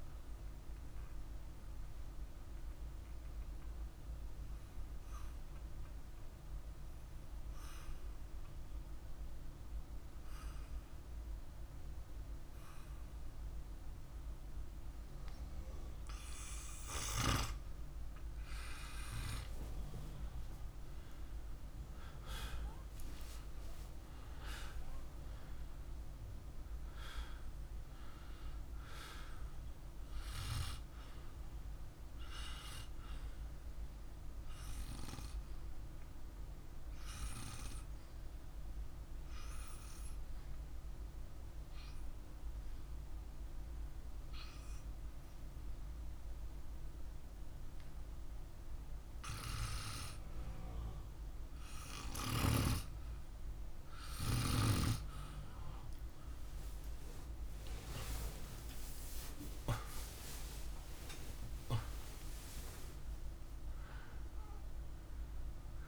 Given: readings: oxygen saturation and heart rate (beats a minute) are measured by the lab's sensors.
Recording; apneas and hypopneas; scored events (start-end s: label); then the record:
breathing in sleep by a room microphone; 2
4.00-17.50 s: obstructive apnea (oxygen 98% before, 95% lowest, heart rate 54 before, 48 extreme, up 3 after)
19.00-22.00 s: arousal
29.50-40.50 s: oxygen desaturation (device-marked, oxygen 98% before, 95% lowest, heart rate 50 before, 48 extreme)
37.00-50.00 s: hypopnea (oxygen 98% before, 94% lowest, heart rate 51 before, 48 extreme, up 11 after)
57.00-61.00 s: arousal
From the record:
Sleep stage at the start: N2 (light sleep); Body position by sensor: on the back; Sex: male